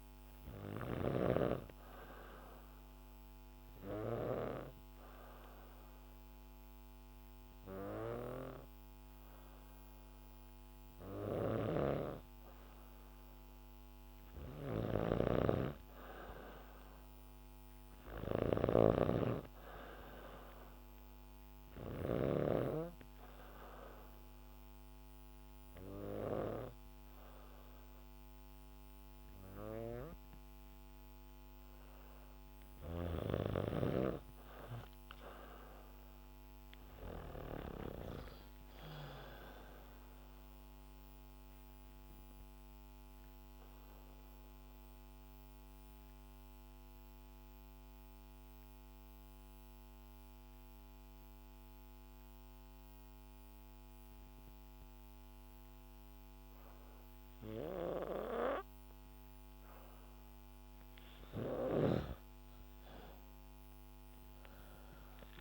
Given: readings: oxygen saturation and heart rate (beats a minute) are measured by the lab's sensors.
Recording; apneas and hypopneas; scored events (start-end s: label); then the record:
breathing in sleep by a microphone on the trachea; 3
2.50-14.00 s: obstructive apnea (oxygen 96% before, 92% lowest, heart rate 70 before, 69 extreme, up 3 after)
11.00-22.00 s: snoring (device-marked)
16.00-19.00 s: arousal
21.50-32.00 s: obstructive apnea (oxygen 96% before, 92% lowest, heart rate 70 before, 65 extreme, up 0 after)
34.00-36.50 s: arousal
38.50-55.50 s: oxygen desaturation (device-marked, oxygen 96% before, 92% lowest, heart rate 72 before, 59 extreme)
40.50-59.00 s: obstructive apnea (oxygen 96% before, 92% lowest, heart rate 72 before, 54 extreme, up 8 after)
61.50-65.41 s: oxygen desaturation (device-marked, oxygen 98% before, 92% lowest, heart rate 68 before, 54 extreme)
63.00-65.41 s: arousal
From the record:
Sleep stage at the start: N2 (light sleep); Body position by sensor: on the back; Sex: female